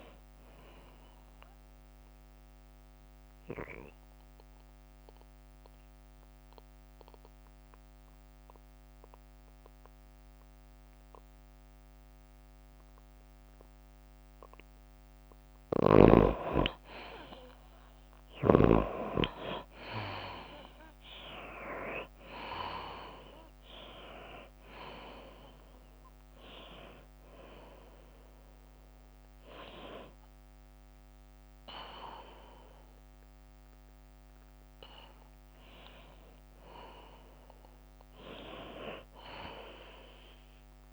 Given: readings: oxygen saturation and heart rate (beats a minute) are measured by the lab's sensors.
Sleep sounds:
breathing in sleep by a microphone on the trachea; 1
0.00-8.00 s: drop in pulse transit time (device-marked, heart rate 96 extreme)
0.00-17.00 s: oxygen desaturation (device-marked, oxygen 78% lowest, heart rate 89 extreme)
3.50-17.00 s: obstructive apnea (oxygen 96% before, 78% lowest, heart rate 95 before, 89 extreme, up 6 after)
19.00-23.00 s: arousal
25.00-40.00 s: drop in pulse transit time (device-marked, heart rate 93 before, 96 extreme)
25.00-40.93 s: oxygen desaturation (device-marked, oxygen 95% before, 81% lowest, heart rate 93 before, 84 extreme)
From the record:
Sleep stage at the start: N2 (light sleep); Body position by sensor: on the back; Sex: female

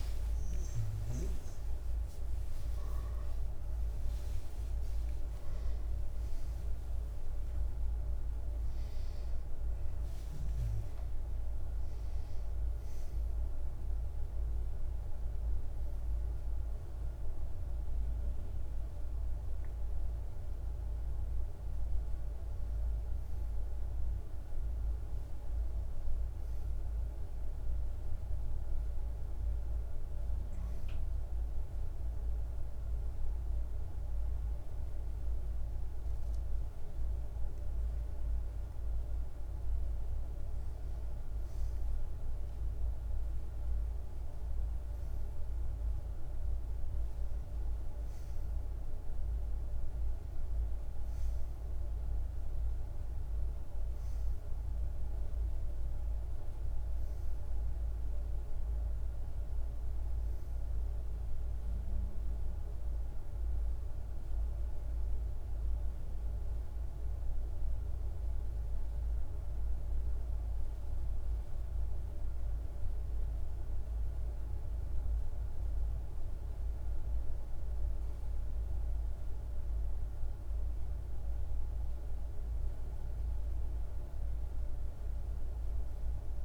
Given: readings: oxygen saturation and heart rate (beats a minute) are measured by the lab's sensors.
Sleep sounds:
a person partly awake in a sleep study, hard to hear, by a room microphone; none
12.00-86.45 s: new sleep stage, N1 (lightest sleep)
34.00-58.00 s: oxygen desaturation (device-marked, oxygen 96% before, 91% lowest, heart rate 62 before, 54 extreme)
From the record:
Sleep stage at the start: awake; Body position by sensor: on the back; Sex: male

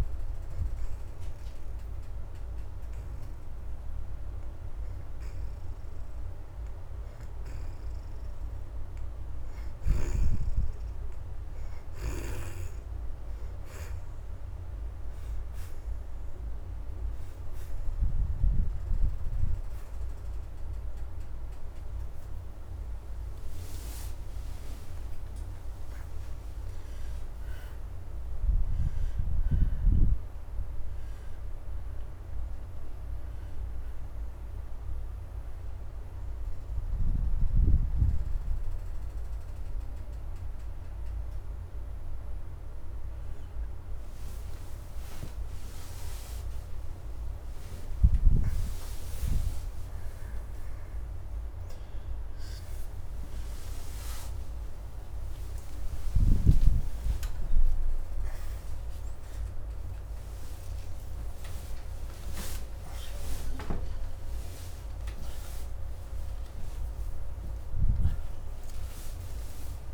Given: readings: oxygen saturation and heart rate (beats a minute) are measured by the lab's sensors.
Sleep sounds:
a person awake in a sleep study, by a room microphone; none
7.00-15.00 s: oxygen desaturation (device-marked, oxygen 80% before, 64% lowest, heart rate 83 before, 87 extreme)
19.00-69.94 s: new sleep stage, awake
20.00-40.00 s: oxygen desaturation (device-marked, oxygen 73% before, 63% lowest, heart rate 95 before, 83 extreme)
57.00-69.94 s: oxygen desaturation (device-marked, oxygen 85% before, 76% lowest)
From the record:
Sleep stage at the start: N2 (light sleep); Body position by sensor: on the back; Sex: female

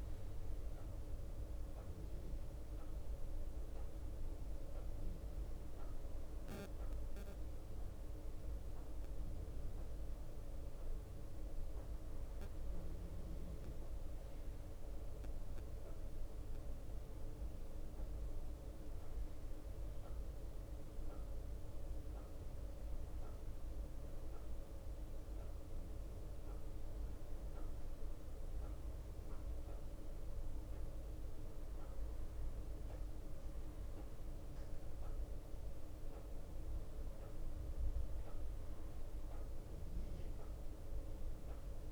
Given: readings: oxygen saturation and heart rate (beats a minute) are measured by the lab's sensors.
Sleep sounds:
breathing in sleep, hard to hear, by a room microphone; none
none scored
From the record:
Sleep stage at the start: N1 (lightest sleep); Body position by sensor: on the right side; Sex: male

